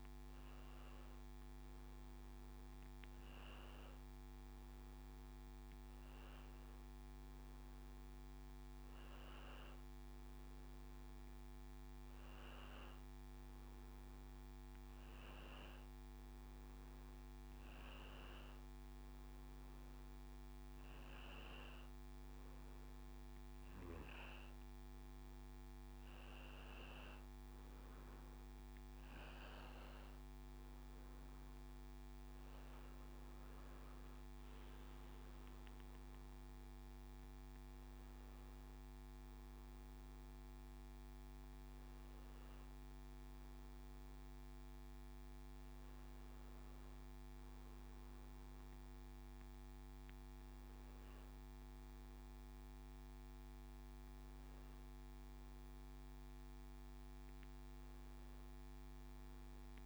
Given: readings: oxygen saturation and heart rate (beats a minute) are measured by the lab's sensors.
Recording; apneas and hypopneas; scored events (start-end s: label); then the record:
breathing in sleep, hard to hear, by a microphone on the trachea; none
none scored
From the record:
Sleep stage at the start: N1 (lightest sleep); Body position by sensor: on the back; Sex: male